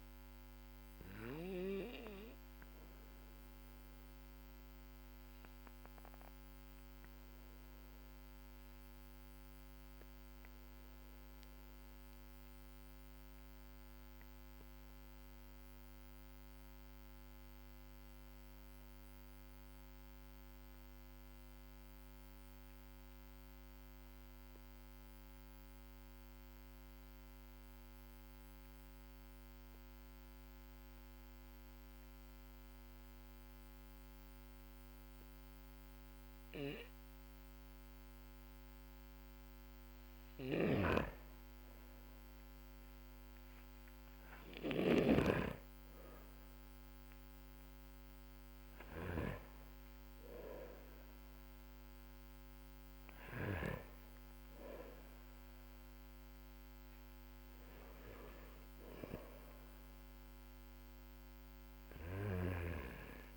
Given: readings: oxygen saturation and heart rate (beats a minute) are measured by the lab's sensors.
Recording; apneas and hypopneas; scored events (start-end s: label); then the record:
breathing in sleep by a microphone on the trachea; 1
2.50-38.00 s: obstructive apnea (oxygen 99% before, 93% lowest, heart rate 51 before, 47 extreme, up 5 after)
7.50-26.50 s: oxygen desaturation (device-marked, oxygen 96% before, 93% lowest, heart rate 47 before, 48 extreme)
39.50-53.00 s: snoring (device-marked)
40.50-45.50 s: arousal
58.50-63.36 s: new sleep stage, REM sleep
From the record:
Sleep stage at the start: N2 (light sleep); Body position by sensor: on the back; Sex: male